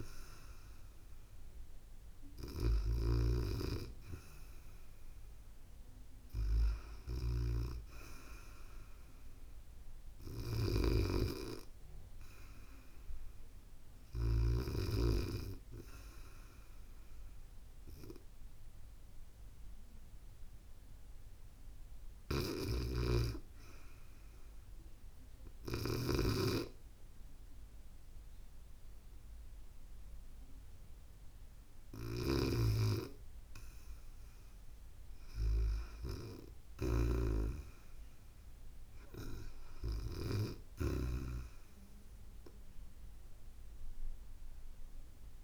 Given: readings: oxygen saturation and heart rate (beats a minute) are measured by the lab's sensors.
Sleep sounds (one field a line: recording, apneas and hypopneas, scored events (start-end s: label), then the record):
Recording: breathing in sleep by a room microphone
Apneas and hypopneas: 1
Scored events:
0.00-14.00 s: snoring (device-marked)
16.50-30.00 s: hypopnea (oxygen 95% before, 93% lowest, heart rate 75 before, 72 extreme, up 1 after)
22.50-45.44 s: snoring (device-marked)
30.50-33.50 s: arousal
From the record:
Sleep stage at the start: REM sleep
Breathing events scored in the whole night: 198 in 7.2 hours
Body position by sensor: on the back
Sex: female